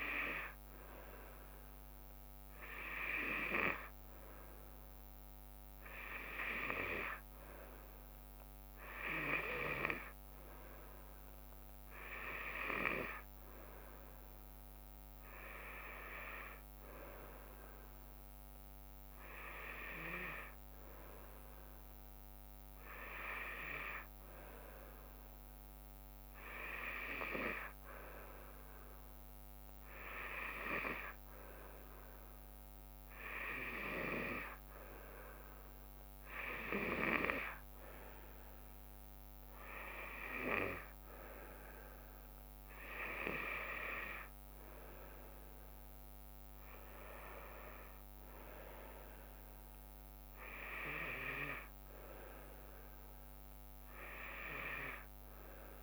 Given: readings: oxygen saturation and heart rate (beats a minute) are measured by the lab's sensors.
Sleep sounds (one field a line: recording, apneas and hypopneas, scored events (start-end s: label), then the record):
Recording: breathing in sleep by a microphone on the trachea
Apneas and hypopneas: none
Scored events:
0.00-3.50 s: drop in pulse transit time (device-marked, heart rate 75 extreme)
43.50-54.50 s: drop in pulse transit time (device-marked, heart rate 75 before, 74 extreme)
From the record:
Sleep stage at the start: N2 (light sleep)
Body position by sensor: on the back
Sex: female